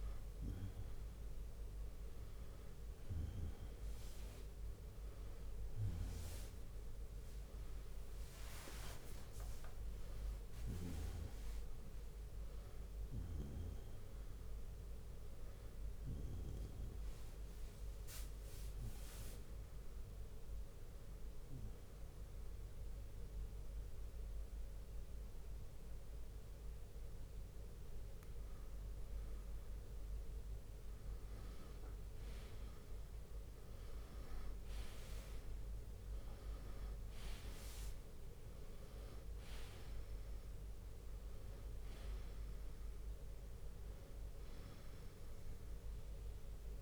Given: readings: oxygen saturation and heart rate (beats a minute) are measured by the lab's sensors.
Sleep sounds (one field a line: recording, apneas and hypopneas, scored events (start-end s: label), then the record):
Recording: breathing in sleep, hard to hear, by a room microphone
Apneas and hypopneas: 1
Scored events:
2.00-11.00 s: bradycardia (device-marked, heart rate 69 before, 54 extreme)
4.00-6.00 s: long interval between heartbeats (device-marked, heart rate 61 before, 55 extreme)
4.00-46.82 s: new sleep stage, N2 (light sleep)
11.50-15.50 s: arousal
15.00-21.00 s: bradycardia (device-marked, heart rate 69 before, 54 extreme)
20.50-31.00 s: hypopnea (oxygen 95% before, 91% lowest, heart rate 58 before, 51 extreme, up 11 after)
23.00-35.00 s: bradycardia (device-marked, heart rate 69 before, 51 extreme)
34.00-39.50 s: arousal
36.00-46.82 s: oxygen desaturation (device-marked, oxygen 95% before, 91% lowest, heart rate 58 before, 55 extreme)
From the record:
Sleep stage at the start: N1 (lightest sleep)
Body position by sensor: on the right side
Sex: male